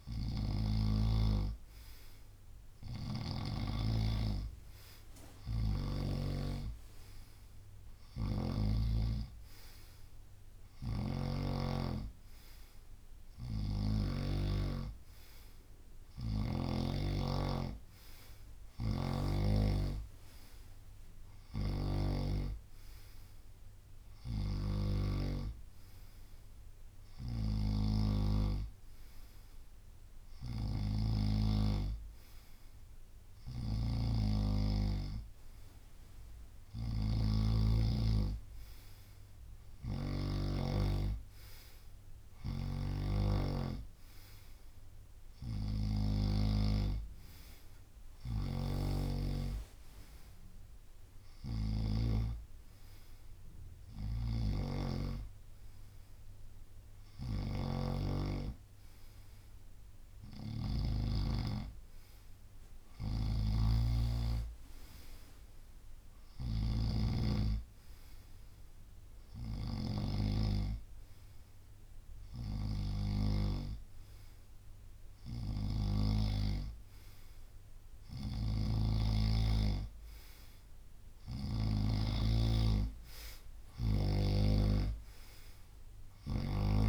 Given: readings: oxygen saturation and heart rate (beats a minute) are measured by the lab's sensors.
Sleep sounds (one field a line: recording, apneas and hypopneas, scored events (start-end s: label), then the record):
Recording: breathing in sleep by a room microphone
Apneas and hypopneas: none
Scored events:
2.00-11.00 s: drop in pulse transit time (device-marked, heart rate 70 before, 68 extreme)
2.50-6.00 s: snoring (device-marked)
10.50-14.00 s: snoring (device-marked)
11.00-13.00 s: long interval between heartbeats (device-marked, heart rate 71 before, 73 extreme)
18.50-46.00 s: snoring (device-marked)
48.00-52.00 s: snoring (device-marked)
54.00-61.00 s: snoring (device-marked)
63.00-73.50 s: snoring (device-marked)
65.00-71.00 s: drop in pulse transit time (device-marked, heart rate 71 before, 77 extreme)
75.50-79.00 s: snoring (device-marked)
From the record:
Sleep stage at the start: N2 (light sleep)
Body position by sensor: on the right side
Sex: male